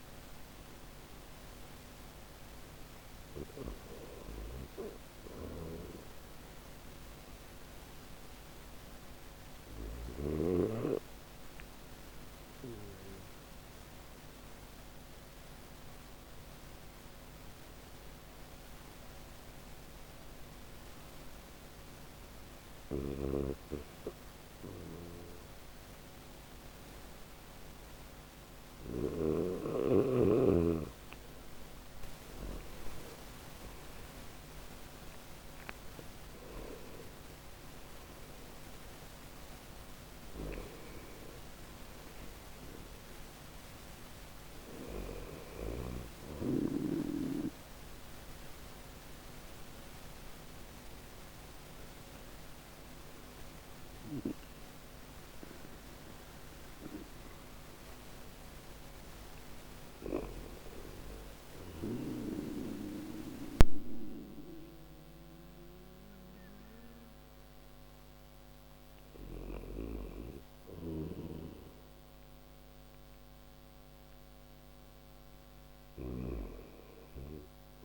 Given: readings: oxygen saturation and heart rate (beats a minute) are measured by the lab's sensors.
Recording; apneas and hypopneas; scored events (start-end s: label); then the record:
breathing in sleep by a microphone on the trachea; none
0.50-16.50 s: oxygen desaturation (device-marked, oxygen 96% before, 93% lowest, heart rate 64 before, 58 extreme)
4.50-9.00 s: snoring (device-marked)
18.50-42.50 s: oxygen desaturation (device-marked, oxygen 94% before, 89% lowest, heart rate 61 before, 57 extreme)
21.50-28.00 s: snoring (device-marked)
From the record:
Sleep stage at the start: N3 (deep sleep); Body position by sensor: on the back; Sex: male